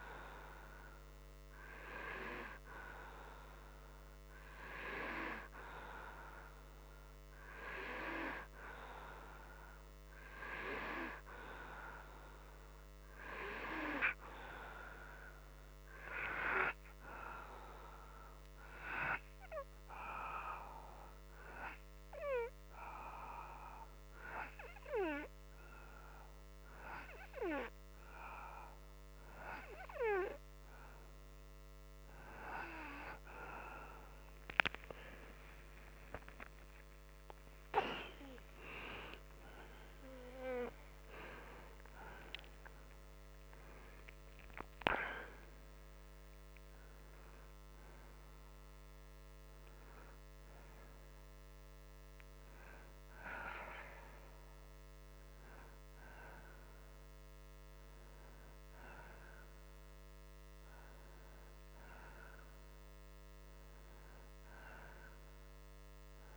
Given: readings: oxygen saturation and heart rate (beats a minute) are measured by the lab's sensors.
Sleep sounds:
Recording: breathing in sleep by a microphone on the trachea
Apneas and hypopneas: 1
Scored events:
18.50-29.50 s: hypopnea (oxygen 92% before, 90% lowest)
36.50-43.00 s: arousal
51.00-66.37 s: oxygen desaturation (device-marked, oxygen 98% before, 91% lowest)
From the record:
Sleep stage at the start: N2 (light sleep)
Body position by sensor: upright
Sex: male

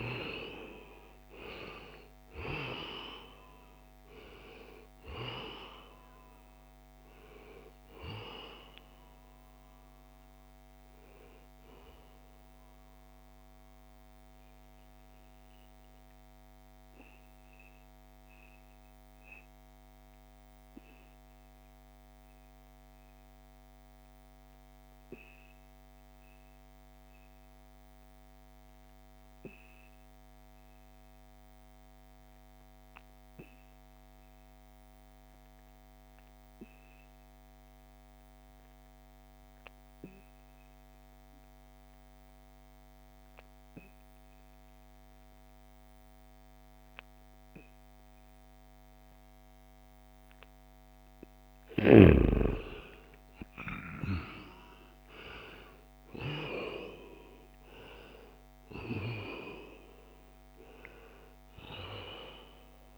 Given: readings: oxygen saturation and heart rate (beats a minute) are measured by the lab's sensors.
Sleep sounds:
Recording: breathing in sleep by a microphone on the trachea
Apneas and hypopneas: 1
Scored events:
0.00-27.50 s: oxygen desaturation (device-marked, oxygen 84% lowest, heart rate 62 extreme)
13.00-49.50 s: obstructive apnea (oxygen 95% before, 84% lowest, heart rate 75 before, 62 extreme, up 9 after)
44.50-62.98 s: oxygen desaturation (device-marked, oxygen 96% before, 86% lowest, heart rate 67 before, 62 extreme)
51.00-55.50 s: arousal
From the record:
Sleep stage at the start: N2 (light sleep)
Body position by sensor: on the back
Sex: male

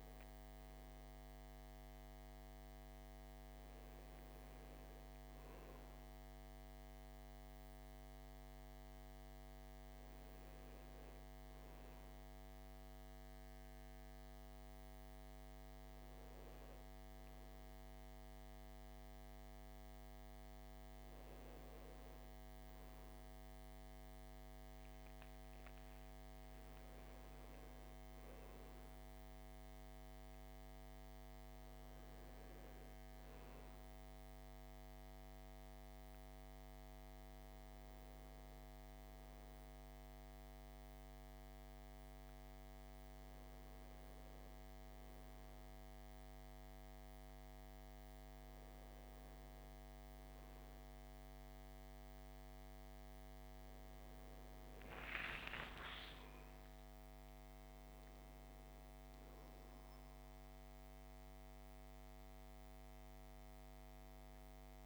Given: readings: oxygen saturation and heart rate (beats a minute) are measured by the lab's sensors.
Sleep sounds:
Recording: a person awake in a sleep study, hard to hear, by a microphone on the trachea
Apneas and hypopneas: none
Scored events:
none scored
From the record:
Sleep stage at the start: awake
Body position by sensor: on the back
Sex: male

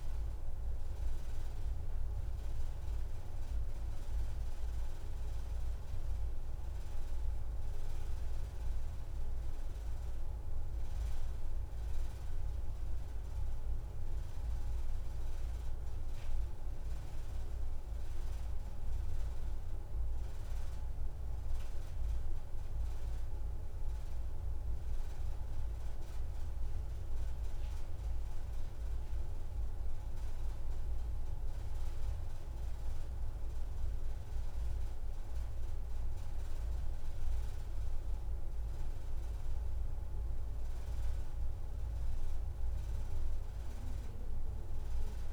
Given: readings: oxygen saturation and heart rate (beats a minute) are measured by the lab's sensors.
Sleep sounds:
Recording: breathing in sleep, hard to hear, by a room microphone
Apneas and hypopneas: none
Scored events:
6.50-10.50 s: arousal
From the record:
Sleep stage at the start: N2 (light sleep)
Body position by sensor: on the back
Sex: female

